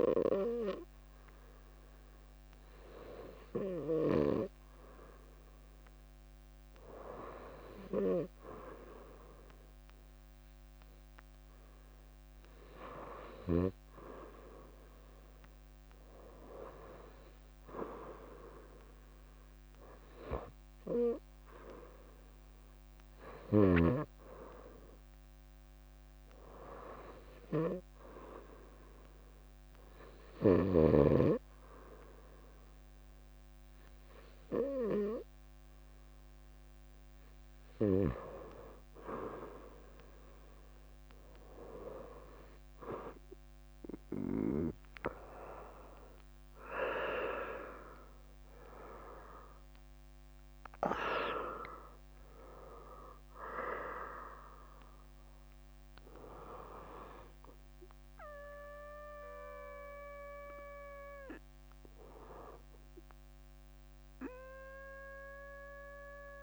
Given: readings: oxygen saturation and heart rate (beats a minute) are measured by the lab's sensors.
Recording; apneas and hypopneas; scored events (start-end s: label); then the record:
breathing in sleep by a microphone on the trachea; 1
0.00-14.00 s: oxygen desaturation (device-marked, oxygen 89% lowest, heart rate 67 extreme)
20.00-24.50 s: arousal
25.00-31.00 s: leg movement (device-marked)
27.00-37.50 s: obstructive apnea (oxygen 95% before, 91% lowest, heart rate 71 before, 60 extreme, up 0 after)
43.50-48.50 s: arousal
48.50-51.00 s: leg movement (device-marked)
51.00-66.42 s: oxygen desaturation (device-marked, oxygen 95% before, 91% lowest, heart rate 71 before, 60 extreme)
From the record:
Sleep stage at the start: N2 (light sleep); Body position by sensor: on the right side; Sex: female